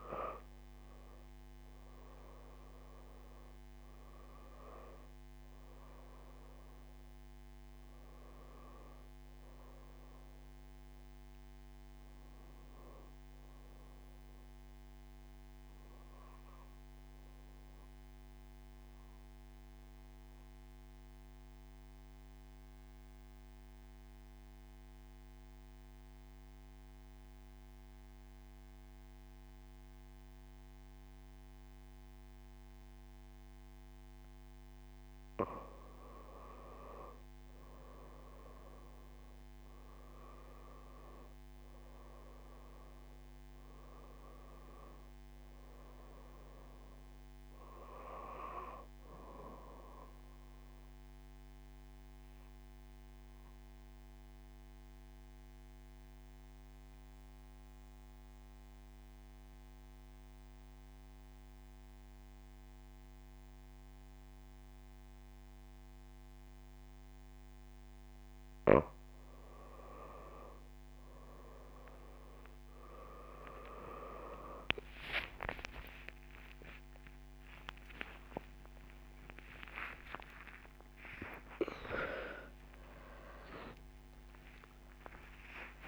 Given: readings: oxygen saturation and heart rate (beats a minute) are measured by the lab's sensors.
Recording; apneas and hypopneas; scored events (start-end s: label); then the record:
breathing in sleep by a microphone on the trachea; 2
0.00-26.50 s: oxygen desaturation (device-marked, oxygen 87% lowest)
17.00-34.00 s: mixed apnea (oxygen 96% before, 87% lowest)
37.00-41.50 s: arousal
42.50-60.50 s: oxygen desaturation (device-marked, oxygen 97% before, 89% lowest)
50.50-68.00 s: mixed apnea (oxygen 97% before, 89% lowest)
From the record:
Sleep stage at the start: N2 (light sleep); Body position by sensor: on the back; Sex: female